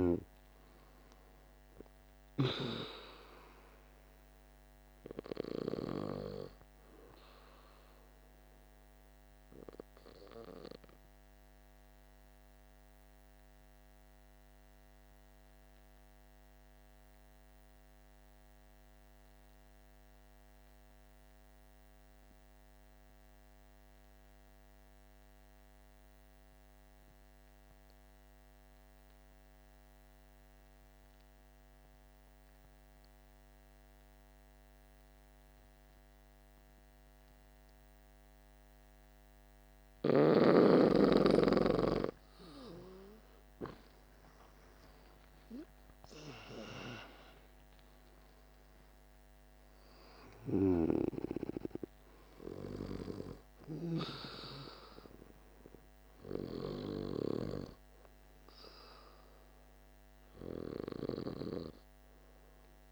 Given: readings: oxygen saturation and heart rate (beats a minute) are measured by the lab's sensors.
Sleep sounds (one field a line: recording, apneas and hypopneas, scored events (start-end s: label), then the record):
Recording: breathing in sleep by a microphone on the trachea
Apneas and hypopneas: 1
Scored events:
0.00-17.50 s: oxygen desaturation (device-marked, oxygen 84% lowest, heart rate 48 extreme)
11.50-39.50 s: obstructive apnea (oxygen 96% before, 84% lowest, heart rate 57 before, 48 extreme, up 11 after)
35.50-62.92 s: oxygen desaturation (device-marked, oxygen 99% before, 84% lowest, heart rate 49 before, 48 extreme)
41.50-46.00 s: arousal
From the record:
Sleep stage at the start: N2 (light sleep)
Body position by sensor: on the back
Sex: male